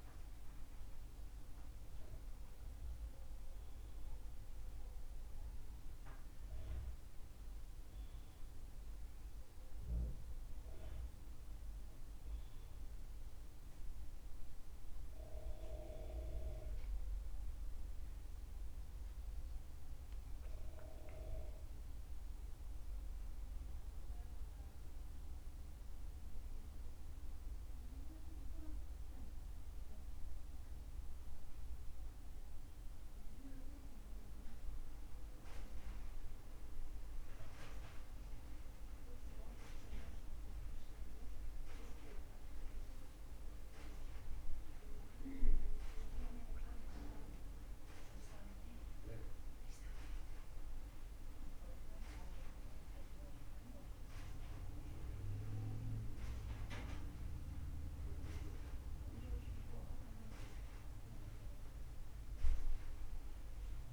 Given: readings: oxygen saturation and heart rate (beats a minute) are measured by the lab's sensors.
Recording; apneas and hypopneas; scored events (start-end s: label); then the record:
breathing in sleep by a room microphone; none
none scored
From the record:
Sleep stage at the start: N2 (light sleep); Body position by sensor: on the back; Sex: male